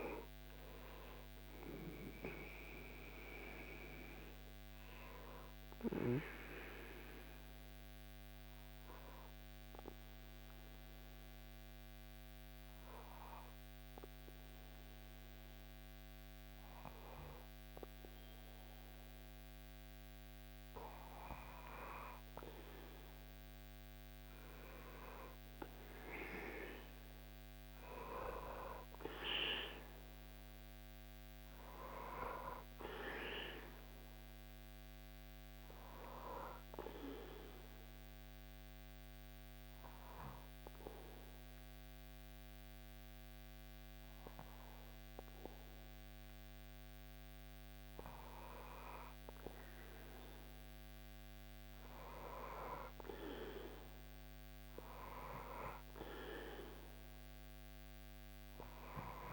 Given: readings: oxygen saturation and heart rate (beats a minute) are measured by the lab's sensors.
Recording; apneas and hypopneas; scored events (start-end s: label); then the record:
breathing in sleep by a microphone on the trachea; 2
6.50-21.00 s: obstructive apnea (oxygen 98% before, 95% lowest, heart rate 73 before, 62 extreme, up 11 after)
23.00-27.50 s: arousal
38.00-49.00 s: obstructive apnea (oxygen 98% before, 96% lowest, heart rate 70 before, 62 extreme, up 13 after)
52.00-57.00 s: arousal
From the record:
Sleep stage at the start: N2 (light sleep); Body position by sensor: on the back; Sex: male